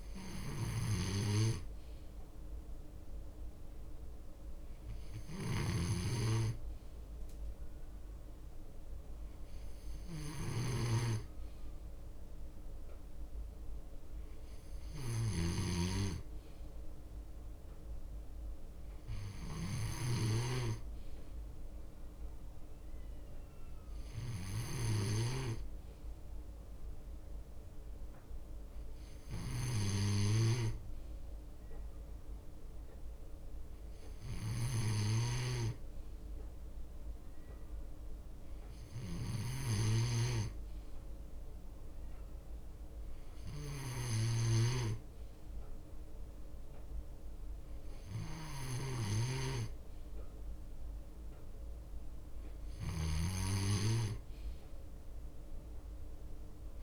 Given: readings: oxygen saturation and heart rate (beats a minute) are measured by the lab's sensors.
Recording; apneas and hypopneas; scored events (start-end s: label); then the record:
breathing in sleep by a room microphone; none
5.50-15.50 s: snoring (device-marked)
8.00-10.00 s: long interval between heartbeats (device-marked, heart rate 60 before, 68 extreme)
24.00-26.00 s: long interval between heartbeats (device-marked, heart rate 63 before, 69 extreme)
27.00-37.00 s: bradycardia (device-marked, heart rate 59 before, 59 extreme)
29.50-36.00 s: leg movement (device-marked)
38.50-40.50 s: leg movement (device-marked)
From the record:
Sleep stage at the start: N2 (light sleep); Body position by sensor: on the left side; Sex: male